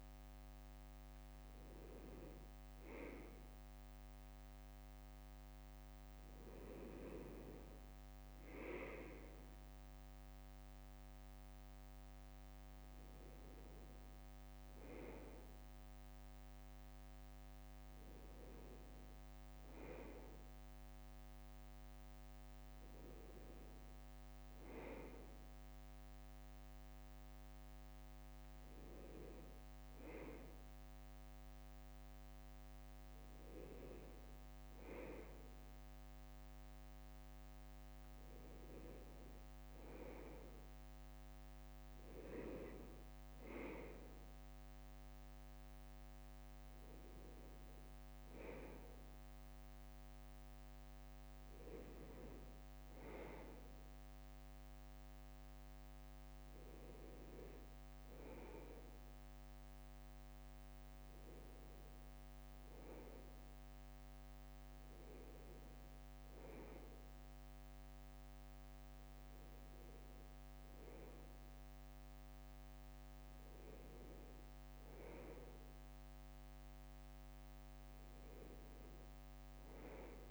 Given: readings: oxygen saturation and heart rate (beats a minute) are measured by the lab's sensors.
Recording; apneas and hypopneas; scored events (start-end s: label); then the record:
a person awake in a sleep study, by a microphone on the trachea; none
26.00-29.50 s: leg movement (device-marked)
31.50-36.00 s: leg movement (device-marked)
38.50-40.50 s: leg movement (device-marked)
45.50-80.31 s: new sleep stage, N1 (lightest sleep)
49.00-54.00 s: leg movement (device-marked)
59.00-60.00 s: leg movement (device-marked)
72.50-80.00 s: leg movement (device-marked)
From the record:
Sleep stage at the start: awake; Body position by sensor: on the left side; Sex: male